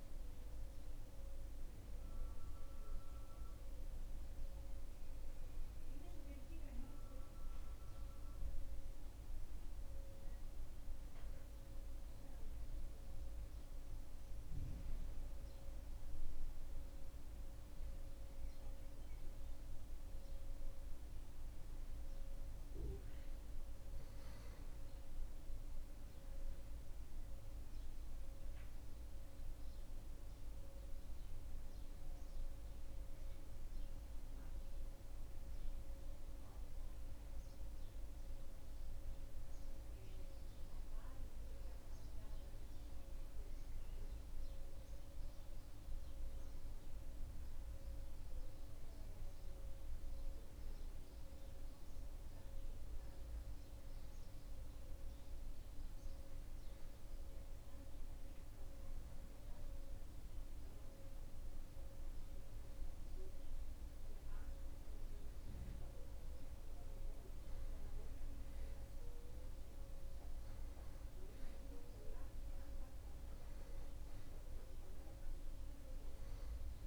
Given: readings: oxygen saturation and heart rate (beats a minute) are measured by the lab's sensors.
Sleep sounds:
breathing in sleep, hard to hear, by a room microphone; none
none scored
From the record:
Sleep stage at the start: N2 (light sleep); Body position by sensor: on the back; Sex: male

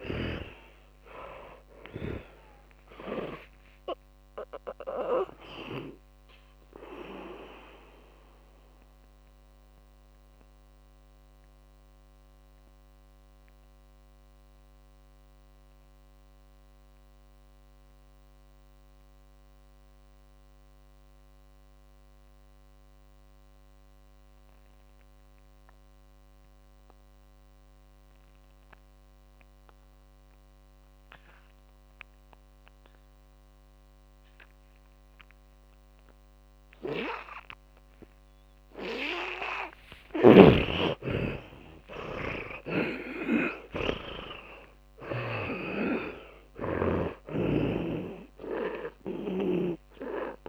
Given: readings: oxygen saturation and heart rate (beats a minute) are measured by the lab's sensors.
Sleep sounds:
breathing in sleep by a microphone on the trachea; 1
0.00-2.50 s: snoring (device-marked)
0.00-27.00 s: oxygen desaturation (device-marked, oxygen 76% lowest, heart rate 46 extreme)
9.00-39.00 s: mixed apnea (oxygen 100% before, 75% lowest, heart rate 63 before, 46 extreme, up 38 after)
38.00-48.00 s: oxygen desaturation (device-marked, oxygen 100% before, 88% lowest, heart rate 54 before, 56 extreme)
40.50-44.00 s: arousal
47.50-50.49 s: snoring (device-marked)
From the record:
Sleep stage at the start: N2 (light sleep); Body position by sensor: on the back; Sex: male

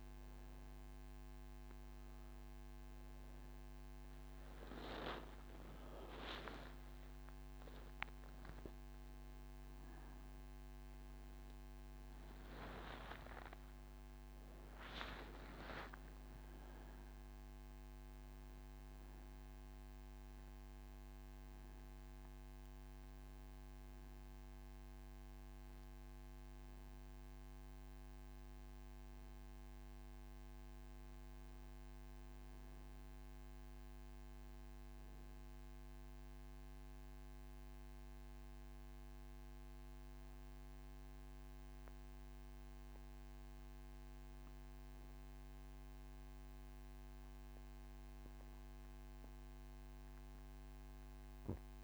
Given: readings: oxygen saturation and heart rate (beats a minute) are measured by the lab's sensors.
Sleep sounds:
breathing in sleep by a microphone on the trachea; none
11.50-29.50 s: oxygen desaturation (device-marked, oxygen 97% before, 94% lowest)
From the record:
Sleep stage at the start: N2 (light sleep); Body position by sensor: on the back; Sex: female

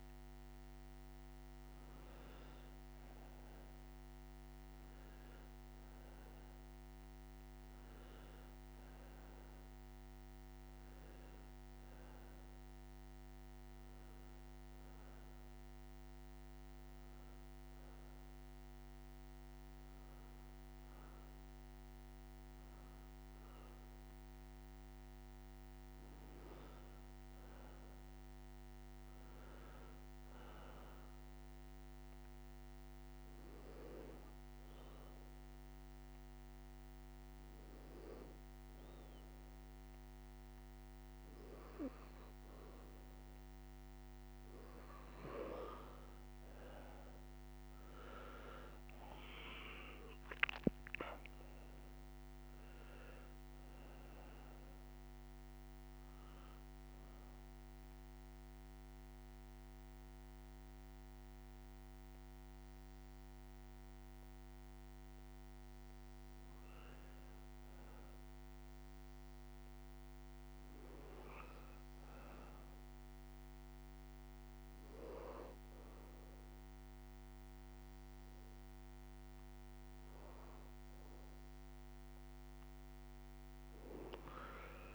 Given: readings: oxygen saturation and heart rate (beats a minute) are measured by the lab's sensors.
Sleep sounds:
breathing in sleep by a microphone on the trachea; 2
33.50-44.00 s: hypopnea (oxygen 94% before, 88% lowest)
48.50-51.50 s: arousal
48.50-59.50 s: oxygen desaturation (device-marked, oxygen 93% before, 89% lowest)
48.50-84.95 s: new sleep stage, N2 (light sleep)
57.00-67.00 s: obstructive apnea (oxygen 93% before, 88% lowest)
71.00-74.00 s: arousal
72.50-81.50 s: oxygen desaturation (device-marked, oxygen 98% before, 92% lowest)
From the record:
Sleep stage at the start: N1 (lightest sleep); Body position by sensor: on the back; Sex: male

